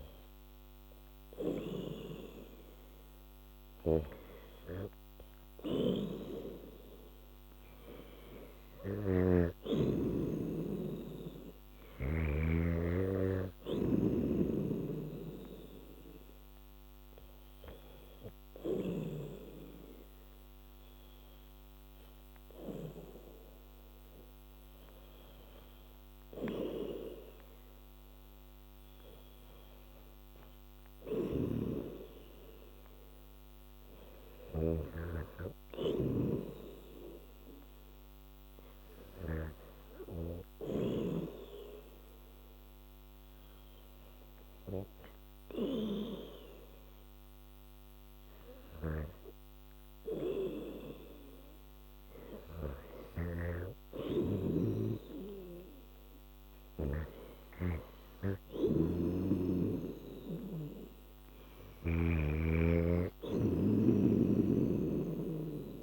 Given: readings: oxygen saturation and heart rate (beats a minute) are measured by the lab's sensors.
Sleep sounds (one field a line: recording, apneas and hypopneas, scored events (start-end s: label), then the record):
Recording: breathing in sleep by a microphone on the trachea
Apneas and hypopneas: none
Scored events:
0.00-12.50 s: snoring (device-marked)
14.50-19.00 s: snoring (device-marked)
31.00-39.50 s: snoring (device-marked)
43.50-65.83 s: new sleep stage, N2 (light sleep)
48.50-57.00 s: snoring (device-marked)
From the record:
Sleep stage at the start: REM sleep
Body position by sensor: on the back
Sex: female